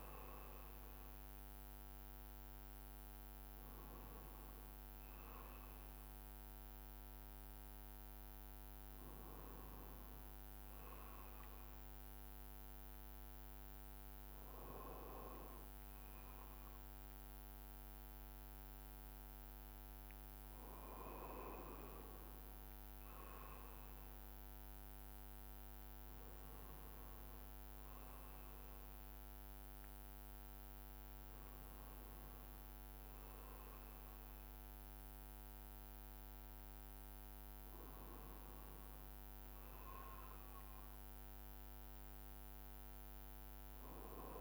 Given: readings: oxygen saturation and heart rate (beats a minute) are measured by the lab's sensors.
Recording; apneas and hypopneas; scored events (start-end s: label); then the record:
breathing in sleep, hard to hear, by a microphone on the trachea; none
none scored
From the record:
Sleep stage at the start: N2 (light sleep); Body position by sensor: on the right side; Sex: male